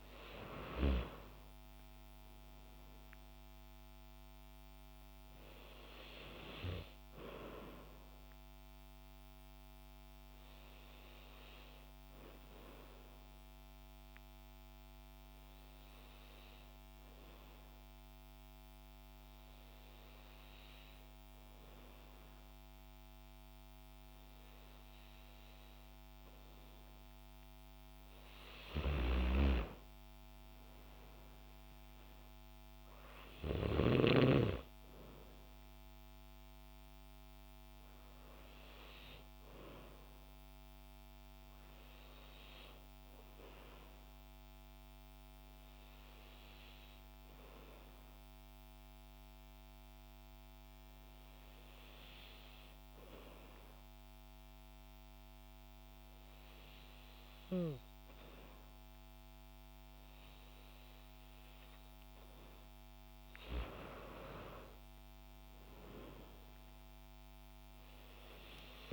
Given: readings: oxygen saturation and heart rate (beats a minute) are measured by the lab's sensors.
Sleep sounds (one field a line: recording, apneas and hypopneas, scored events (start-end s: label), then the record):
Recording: breathing in sleep by a microphone on the trachea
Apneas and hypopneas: 2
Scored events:
4.50-9.00 s: arousal
14.00-26.50 s: hypopnea (oxygen 95% before, 93% lowest, heart rate 78 before, 74 extreme, up 4 after)
29.50-34.00 s: arousal
45.50-61.00 s: hypopnea (oxygen 96% before, 93% lowest, heart rate 100 before, 53 extreme, up 50 after)
62.50-66.50 s: arousal
From the record:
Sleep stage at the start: N2 (light sleep)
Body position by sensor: on the back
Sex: female